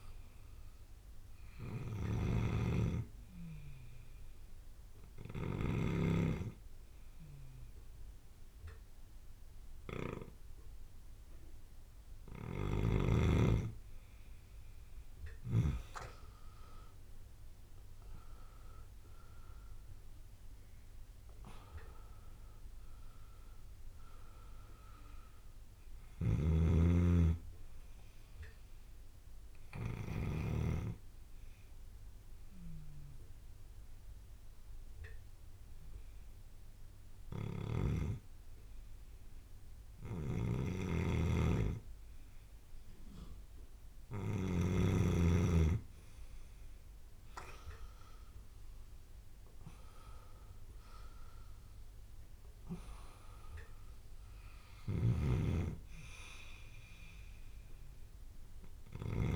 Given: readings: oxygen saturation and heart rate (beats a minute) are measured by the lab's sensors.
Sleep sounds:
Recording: breathing in sleep by a room microphone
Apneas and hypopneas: 2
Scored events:
0.00-3.50 s: bradycardia (device-marked)
0.00-16.00 s: snoring (device-marked)
1.00-13.50 s: hypopnea (oxygen 97% before, 92% lowest)
16.50-21.00 s: arousal
16.50-21.50 s: bradycardia (device-marked)
19.50-42.50 s: oxygen desaturation (device-marked, oxygen 96% before, 92% lowest)
26.00-30.50 s: snoring (device-marked)
31.50-44.00 s: hypopnea (oxygen 96% before, 92% lowest)
40.00-44.50 s: snoring (device-marked)
41.50-45.50 s: bradycardia (device-marked)
47.00-52.50 s: arousal
52.50-59.36 s: oxygen desaturation (device-marked, oxygen 99% before, 94% lowest)
55.00-59.36 s: snoring (device-marked)
From the record:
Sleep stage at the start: N2 (light sleep)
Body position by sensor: on the back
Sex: male

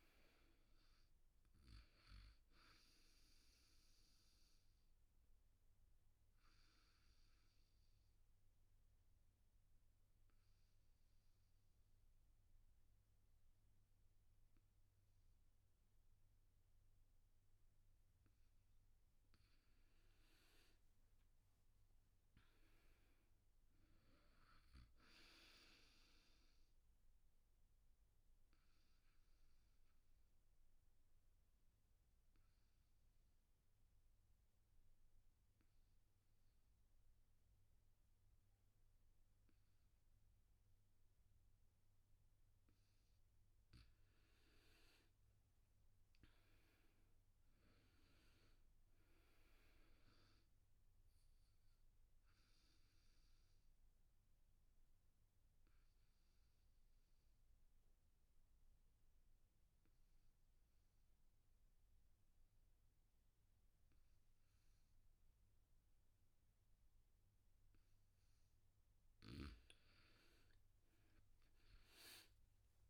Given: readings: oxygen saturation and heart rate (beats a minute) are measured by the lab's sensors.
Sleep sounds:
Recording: breathing in sleep, hard to hear, by a room microphone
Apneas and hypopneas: 3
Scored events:
0.00-14.50 s: oxygen desaturation (device-marked, oxygen 86% lowest, heart rate 75 extreme)
4.50-17.50 s: obstructive apnea (oxygen 99% before, 86% lowest, heart rate 76 before, 75 extreme, up 7 after)
19.50-22.50 s: arousal
19.50-38.50 s: oxygen desaturation (device-marked, oxygen 99% before, 90% lowest, heart rate 79 before, 74 extreme)
27.00-42.00 s: obstructive apnea (oxygen 99% before, 84% lowest, heart rate 79 before, 74 extreme, up 10 after)
43.50-65.50 s: oxygen desaturation (device-marked, oxygen 98% before, 86% lowest, heart rate 78 before, 75 extreme)
44.50-47.50 s: arousal
52.50-68.00 s: obstructive apnea (oxygen 98% before, 84% lowest, heart rate 78 before, 75 extreme, up 9 after)
67.50-72.90 s: oxygen desaturation (device-marked, oxygen 99% before, 84% lowest, heart rate 80 before, 75 extreme)
70.50-72.90 s: arousal
From the record:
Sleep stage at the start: N2 (light sleep)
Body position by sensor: on the back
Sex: male

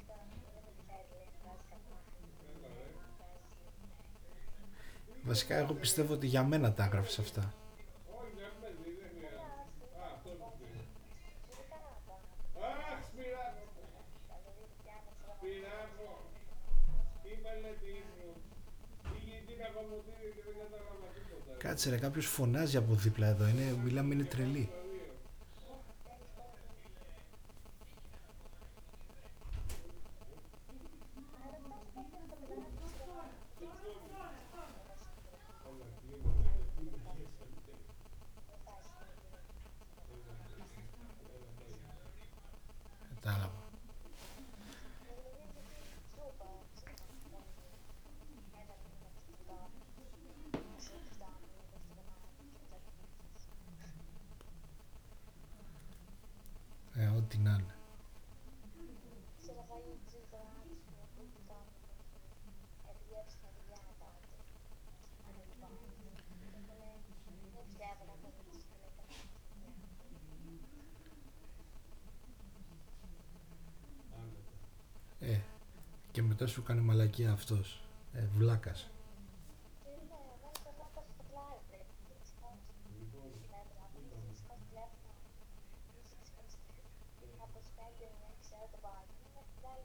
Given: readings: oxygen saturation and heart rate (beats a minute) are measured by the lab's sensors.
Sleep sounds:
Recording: a person awake in a sleep study, by a room microphone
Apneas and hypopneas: none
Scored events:
none scored
From the record:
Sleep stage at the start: awake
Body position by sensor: on the back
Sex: male

